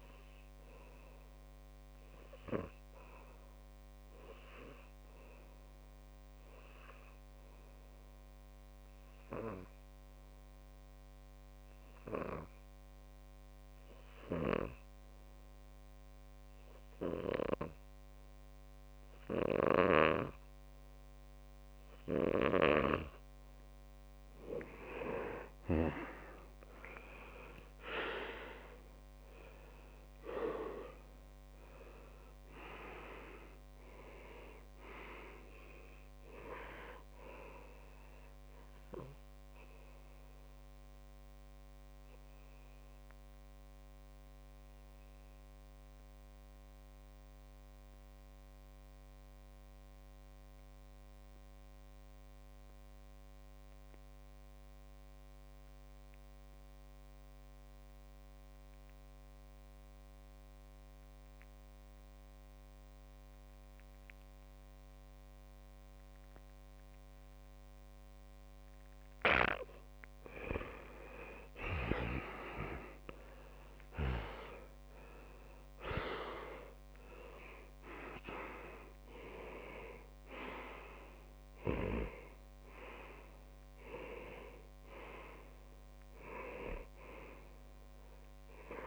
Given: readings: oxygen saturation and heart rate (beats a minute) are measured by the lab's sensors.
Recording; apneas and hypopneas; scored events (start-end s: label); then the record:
breathing in sleep by a microphone on the trachea; 2
1.00-3.00 s: long interval between heartbeats (device-marked, heart rate 107 before, 54 extreme)
1.00-23.00 s: obstructive apnea (oxygen 98% before, 91% lowest, heart rate 107 before, 54 extreme, up 28 after)
10.00-19.00 s: oxygen desaturation (device-marked, oxygen 96% before, 93% lowest, heart rate 94 before, 100 extreme)
11.00-13.00 s: long interval between heartbeats (device-marked, heart rate 91 before, 60 extreme)
13.00-19.00 s: tachycardia (device-marked, heart rate 46 before, 111 extreme)
14.50-16.50 s: long interval between heartbeats (device-marked, heart rate 78 before, 89 extreme)
20.00-53.00 s: tachycardia (device-marked, heart rate 48 before, 145 extreme)
21.50-23.50 s: long interval between heartbeats (device-marked, heart rate 77 before, 100 extreme)
23.50-25.50 s: long interval between heartbeats (device-marked, heart rate 82 before, 104 extreme)
26.00-29.50 s: arousal
26.50-28.50 s: long interval between heartbeats (device-marked, heart rate 88 before, 111 extreme)
30.00-32.00 s: long interval between heartbeats (device-marked, heart rate 98 before, 103 extreme)
32.00-34.00 s: long interval between heartbeats (device-marked, heart rate 102 before, 106 extreme)
34.50-36.50 s: long interval between heartbeats (device-marked, heart rate 107 before, 106 extreme)
40.00-70.50 s: obstructive apnea (oxygen 100% before, 91% lowest, heart rate 111 before, 94 extreme, up 56 after)
40.50-42.50 s: long interval between heartbeats (device-marked, heart rate 111 before, 138 extreme)
43.50-45.50 s: long interval between heartbeats (device-marked, heart rate 117 before, 145 extreme)
45.50-47.50 s: long interval between heartbeats (device-marked, heart rate 121 before, 134 extreme)
48.00-50.00 s: long interval between heartbeats (device-marked, heart rate 124 before, 122 extreme)
50.00-52.00 s: long interval between heartbeats (device-marked, heart rate 125 before, 123 extreme)
50.00-57.00 s: oxygen desaturation (device-marked, oxygen 97% before, 93% lowest, heart rate 125 before, 94 extreme)
53.50-55.50 s: long interval between heartbeats (device-marked, heart rate 129 before, 107 extreme)
54.00-62.00 s: tachycardia (device-marked, heart rate 56 before, 127 extreme)
58.50-60.50 s: long interval between heartbeats (device-marked, heart rate 127 before, 118 extreme)
60.50-62.50 s: long interval between heartbeats (device-marked, heart rate 127 before, 115 extreme)
64.00-88.87 s: tachycardia (device-marked, heart rate 59 before, 161 extreme)
64.50-66.50 s: long interval between heartbeats (device-marked, heart rate 121 before, 96 extreme)
68.50-70.50 s: long interval between heartbeats (device-marked, heart rate 114 before, 107 extreme)
70.00-88.00 s: oxygen desaturation (device-marked, oxygen 99% before, 91% lowest, heart rate 113 before, 109 extreme)
70.50-72.50 s: long interval between heartbeats (device-marked, heart rate 113 before, 120 extreme)
72.00-76.50 s: arousal
75.50-77.50 s: long interval between heartbeats (device-marked, heart rate 113 before, 137 extreme)
80.00-82.00 s: long interval between heartbeats (device-marked, heart rate 119 before, 117 extreme)
82.00-84.00 s: long interval between heartbeats (device-marked, heart rate 119 before, 117 extreme)
84.00-86.00 s: long interval between heartbeats (device-marked, heart rate 120 before, 109 extreme)
From the record:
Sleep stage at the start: N2 (light sleep); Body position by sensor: on the back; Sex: male